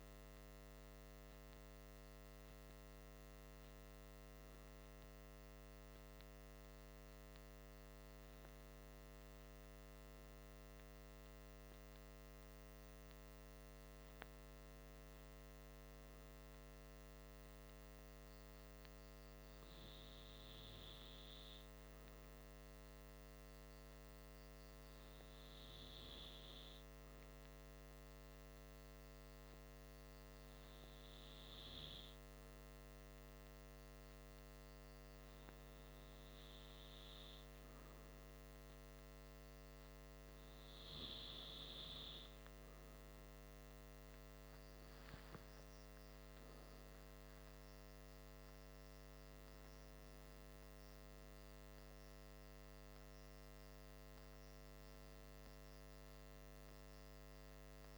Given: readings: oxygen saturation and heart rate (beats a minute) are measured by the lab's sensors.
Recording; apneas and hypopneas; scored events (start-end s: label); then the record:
breathing in sleep, hard to hear, by a microphone on the trachea; none
18.50-48.50 s: new sleep stage, N3 (deep sleep)
48.50-57.97 s: new sleep stage, N2 (light sleep)
From the record:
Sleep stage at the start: N2 (light sleep); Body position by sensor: on the back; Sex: male